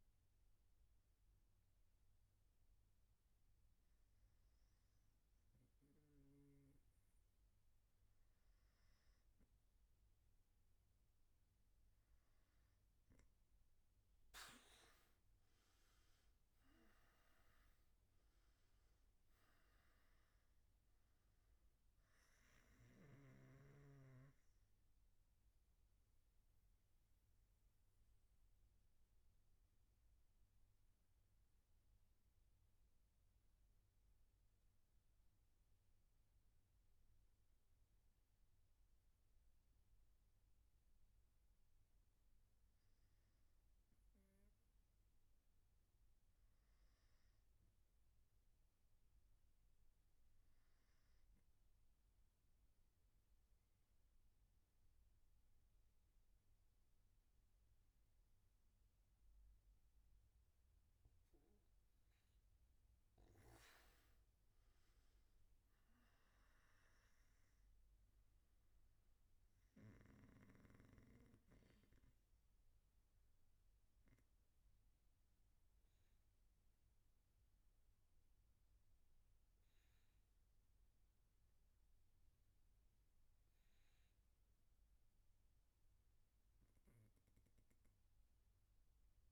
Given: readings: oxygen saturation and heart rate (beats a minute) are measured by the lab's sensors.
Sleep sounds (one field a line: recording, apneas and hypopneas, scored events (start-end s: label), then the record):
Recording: breathing in sleep, hard to hear, by a room microphone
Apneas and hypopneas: none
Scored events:
9.00-31.00 s: oxygen desaturation (device-marked, oxygen 98% before, 93% lowest, heart rate 118 before, 70 extreme)
From the record:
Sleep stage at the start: N3 (deep sleep)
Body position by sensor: on the back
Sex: male